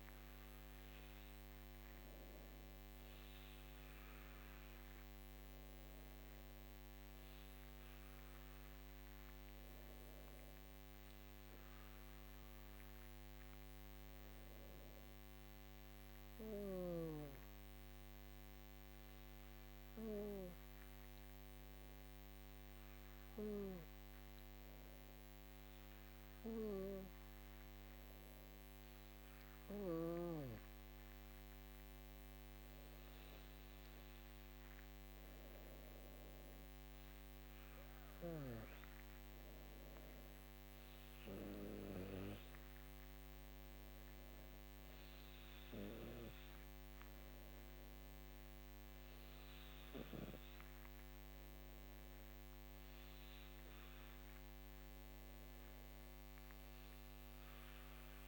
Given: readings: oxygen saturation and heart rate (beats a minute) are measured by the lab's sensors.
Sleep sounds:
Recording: breathing in sleep by a microphone on the trachea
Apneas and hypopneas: 1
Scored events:
13.50-30.00 s: hypopnea (oxygen 98% before, 96% lowest, heart rate 57 before, 52 extreme, up 9 after)
32.00-36.50 s: arousal
From the record:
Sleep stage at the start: N2 (light sleep)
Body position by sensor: on the back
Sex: female

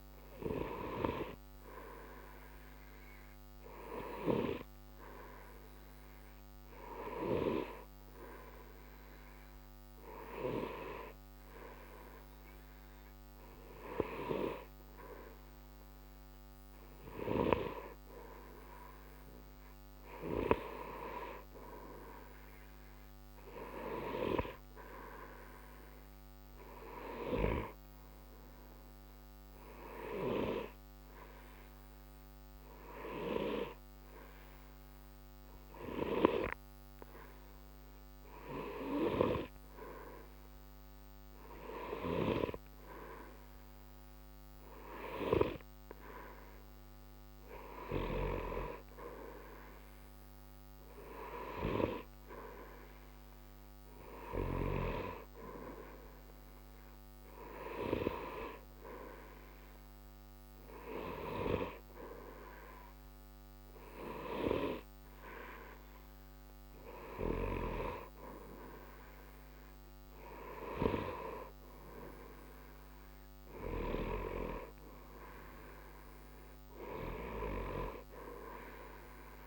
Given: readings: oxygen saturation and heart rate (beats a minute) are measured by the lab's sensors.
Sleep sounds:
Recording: breathing in sleep by a microphone on the trachea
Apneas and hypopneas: none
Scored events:
none scored
From the record:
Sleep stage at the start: N2 (light sleep)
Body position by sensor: on the right side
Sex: male

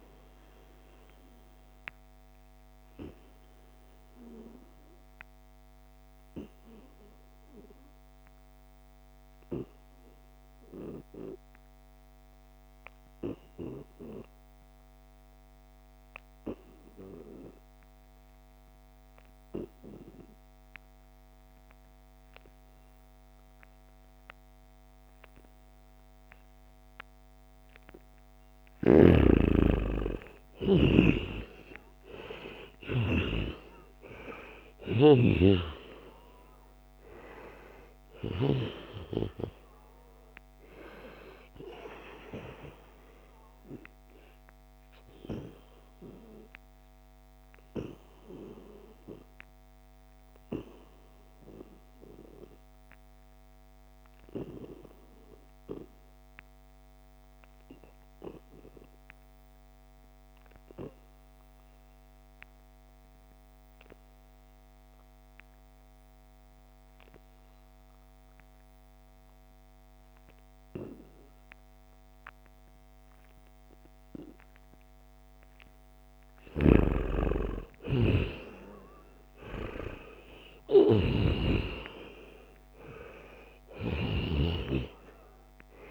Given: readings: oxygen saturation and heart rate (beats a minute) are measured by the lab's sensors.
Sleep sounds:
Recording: breathing in sleep by a microphone on the trachea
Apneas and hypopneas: 2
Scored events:
0.00-4.00 s: oxygen desaturation (device-marked, oxygen 88% lowest, heart rate 69 extreme)
0.50-28.00 s: obstructive apnea (oxygen 96% before, 88% lowest, heart rate 82 before, 68 extreme, up 4 after)
25.00-52.00 s: oxygen desaturation (device-marked, oxygen 97% before, 88% lowest, heart rate 73 before, 67 extreme)
28.50-35.00 s: snoring (device-marked)
29.00-33.00 s: arousal
44.00-75.50 s: obstructive apnea (oxygen 97% before, 87% lowest, heart rate 75 before, 67 extreme, up 9 after)
71.00-85.91 s: oxygen desaturation (device-marked, oxygen 97% before, 87% lowest, heart rate 72 before, 66 extreme)
76.00-84.50 s: snoring (device-marked)
77.00-80.50 s: arousal
From the record:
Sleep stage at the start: N2 (light sleep)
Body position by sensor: on the back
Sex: male

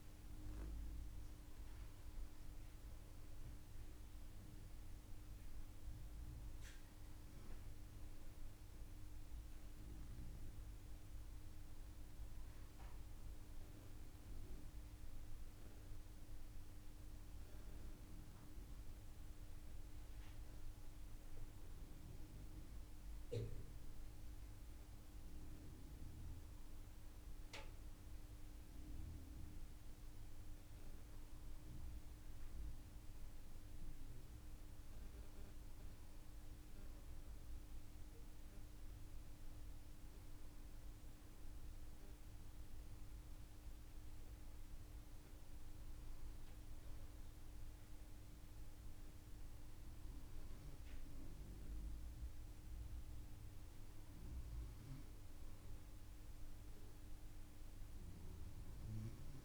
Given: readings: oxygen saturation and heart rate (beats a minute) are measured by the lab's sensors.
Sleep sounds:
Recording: breathing in sleep, hard to hear, by a room microphone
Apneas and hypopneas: none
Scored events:
none scored
From the record:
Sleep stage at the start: N2 (light sleep)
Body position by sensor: upright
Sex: female

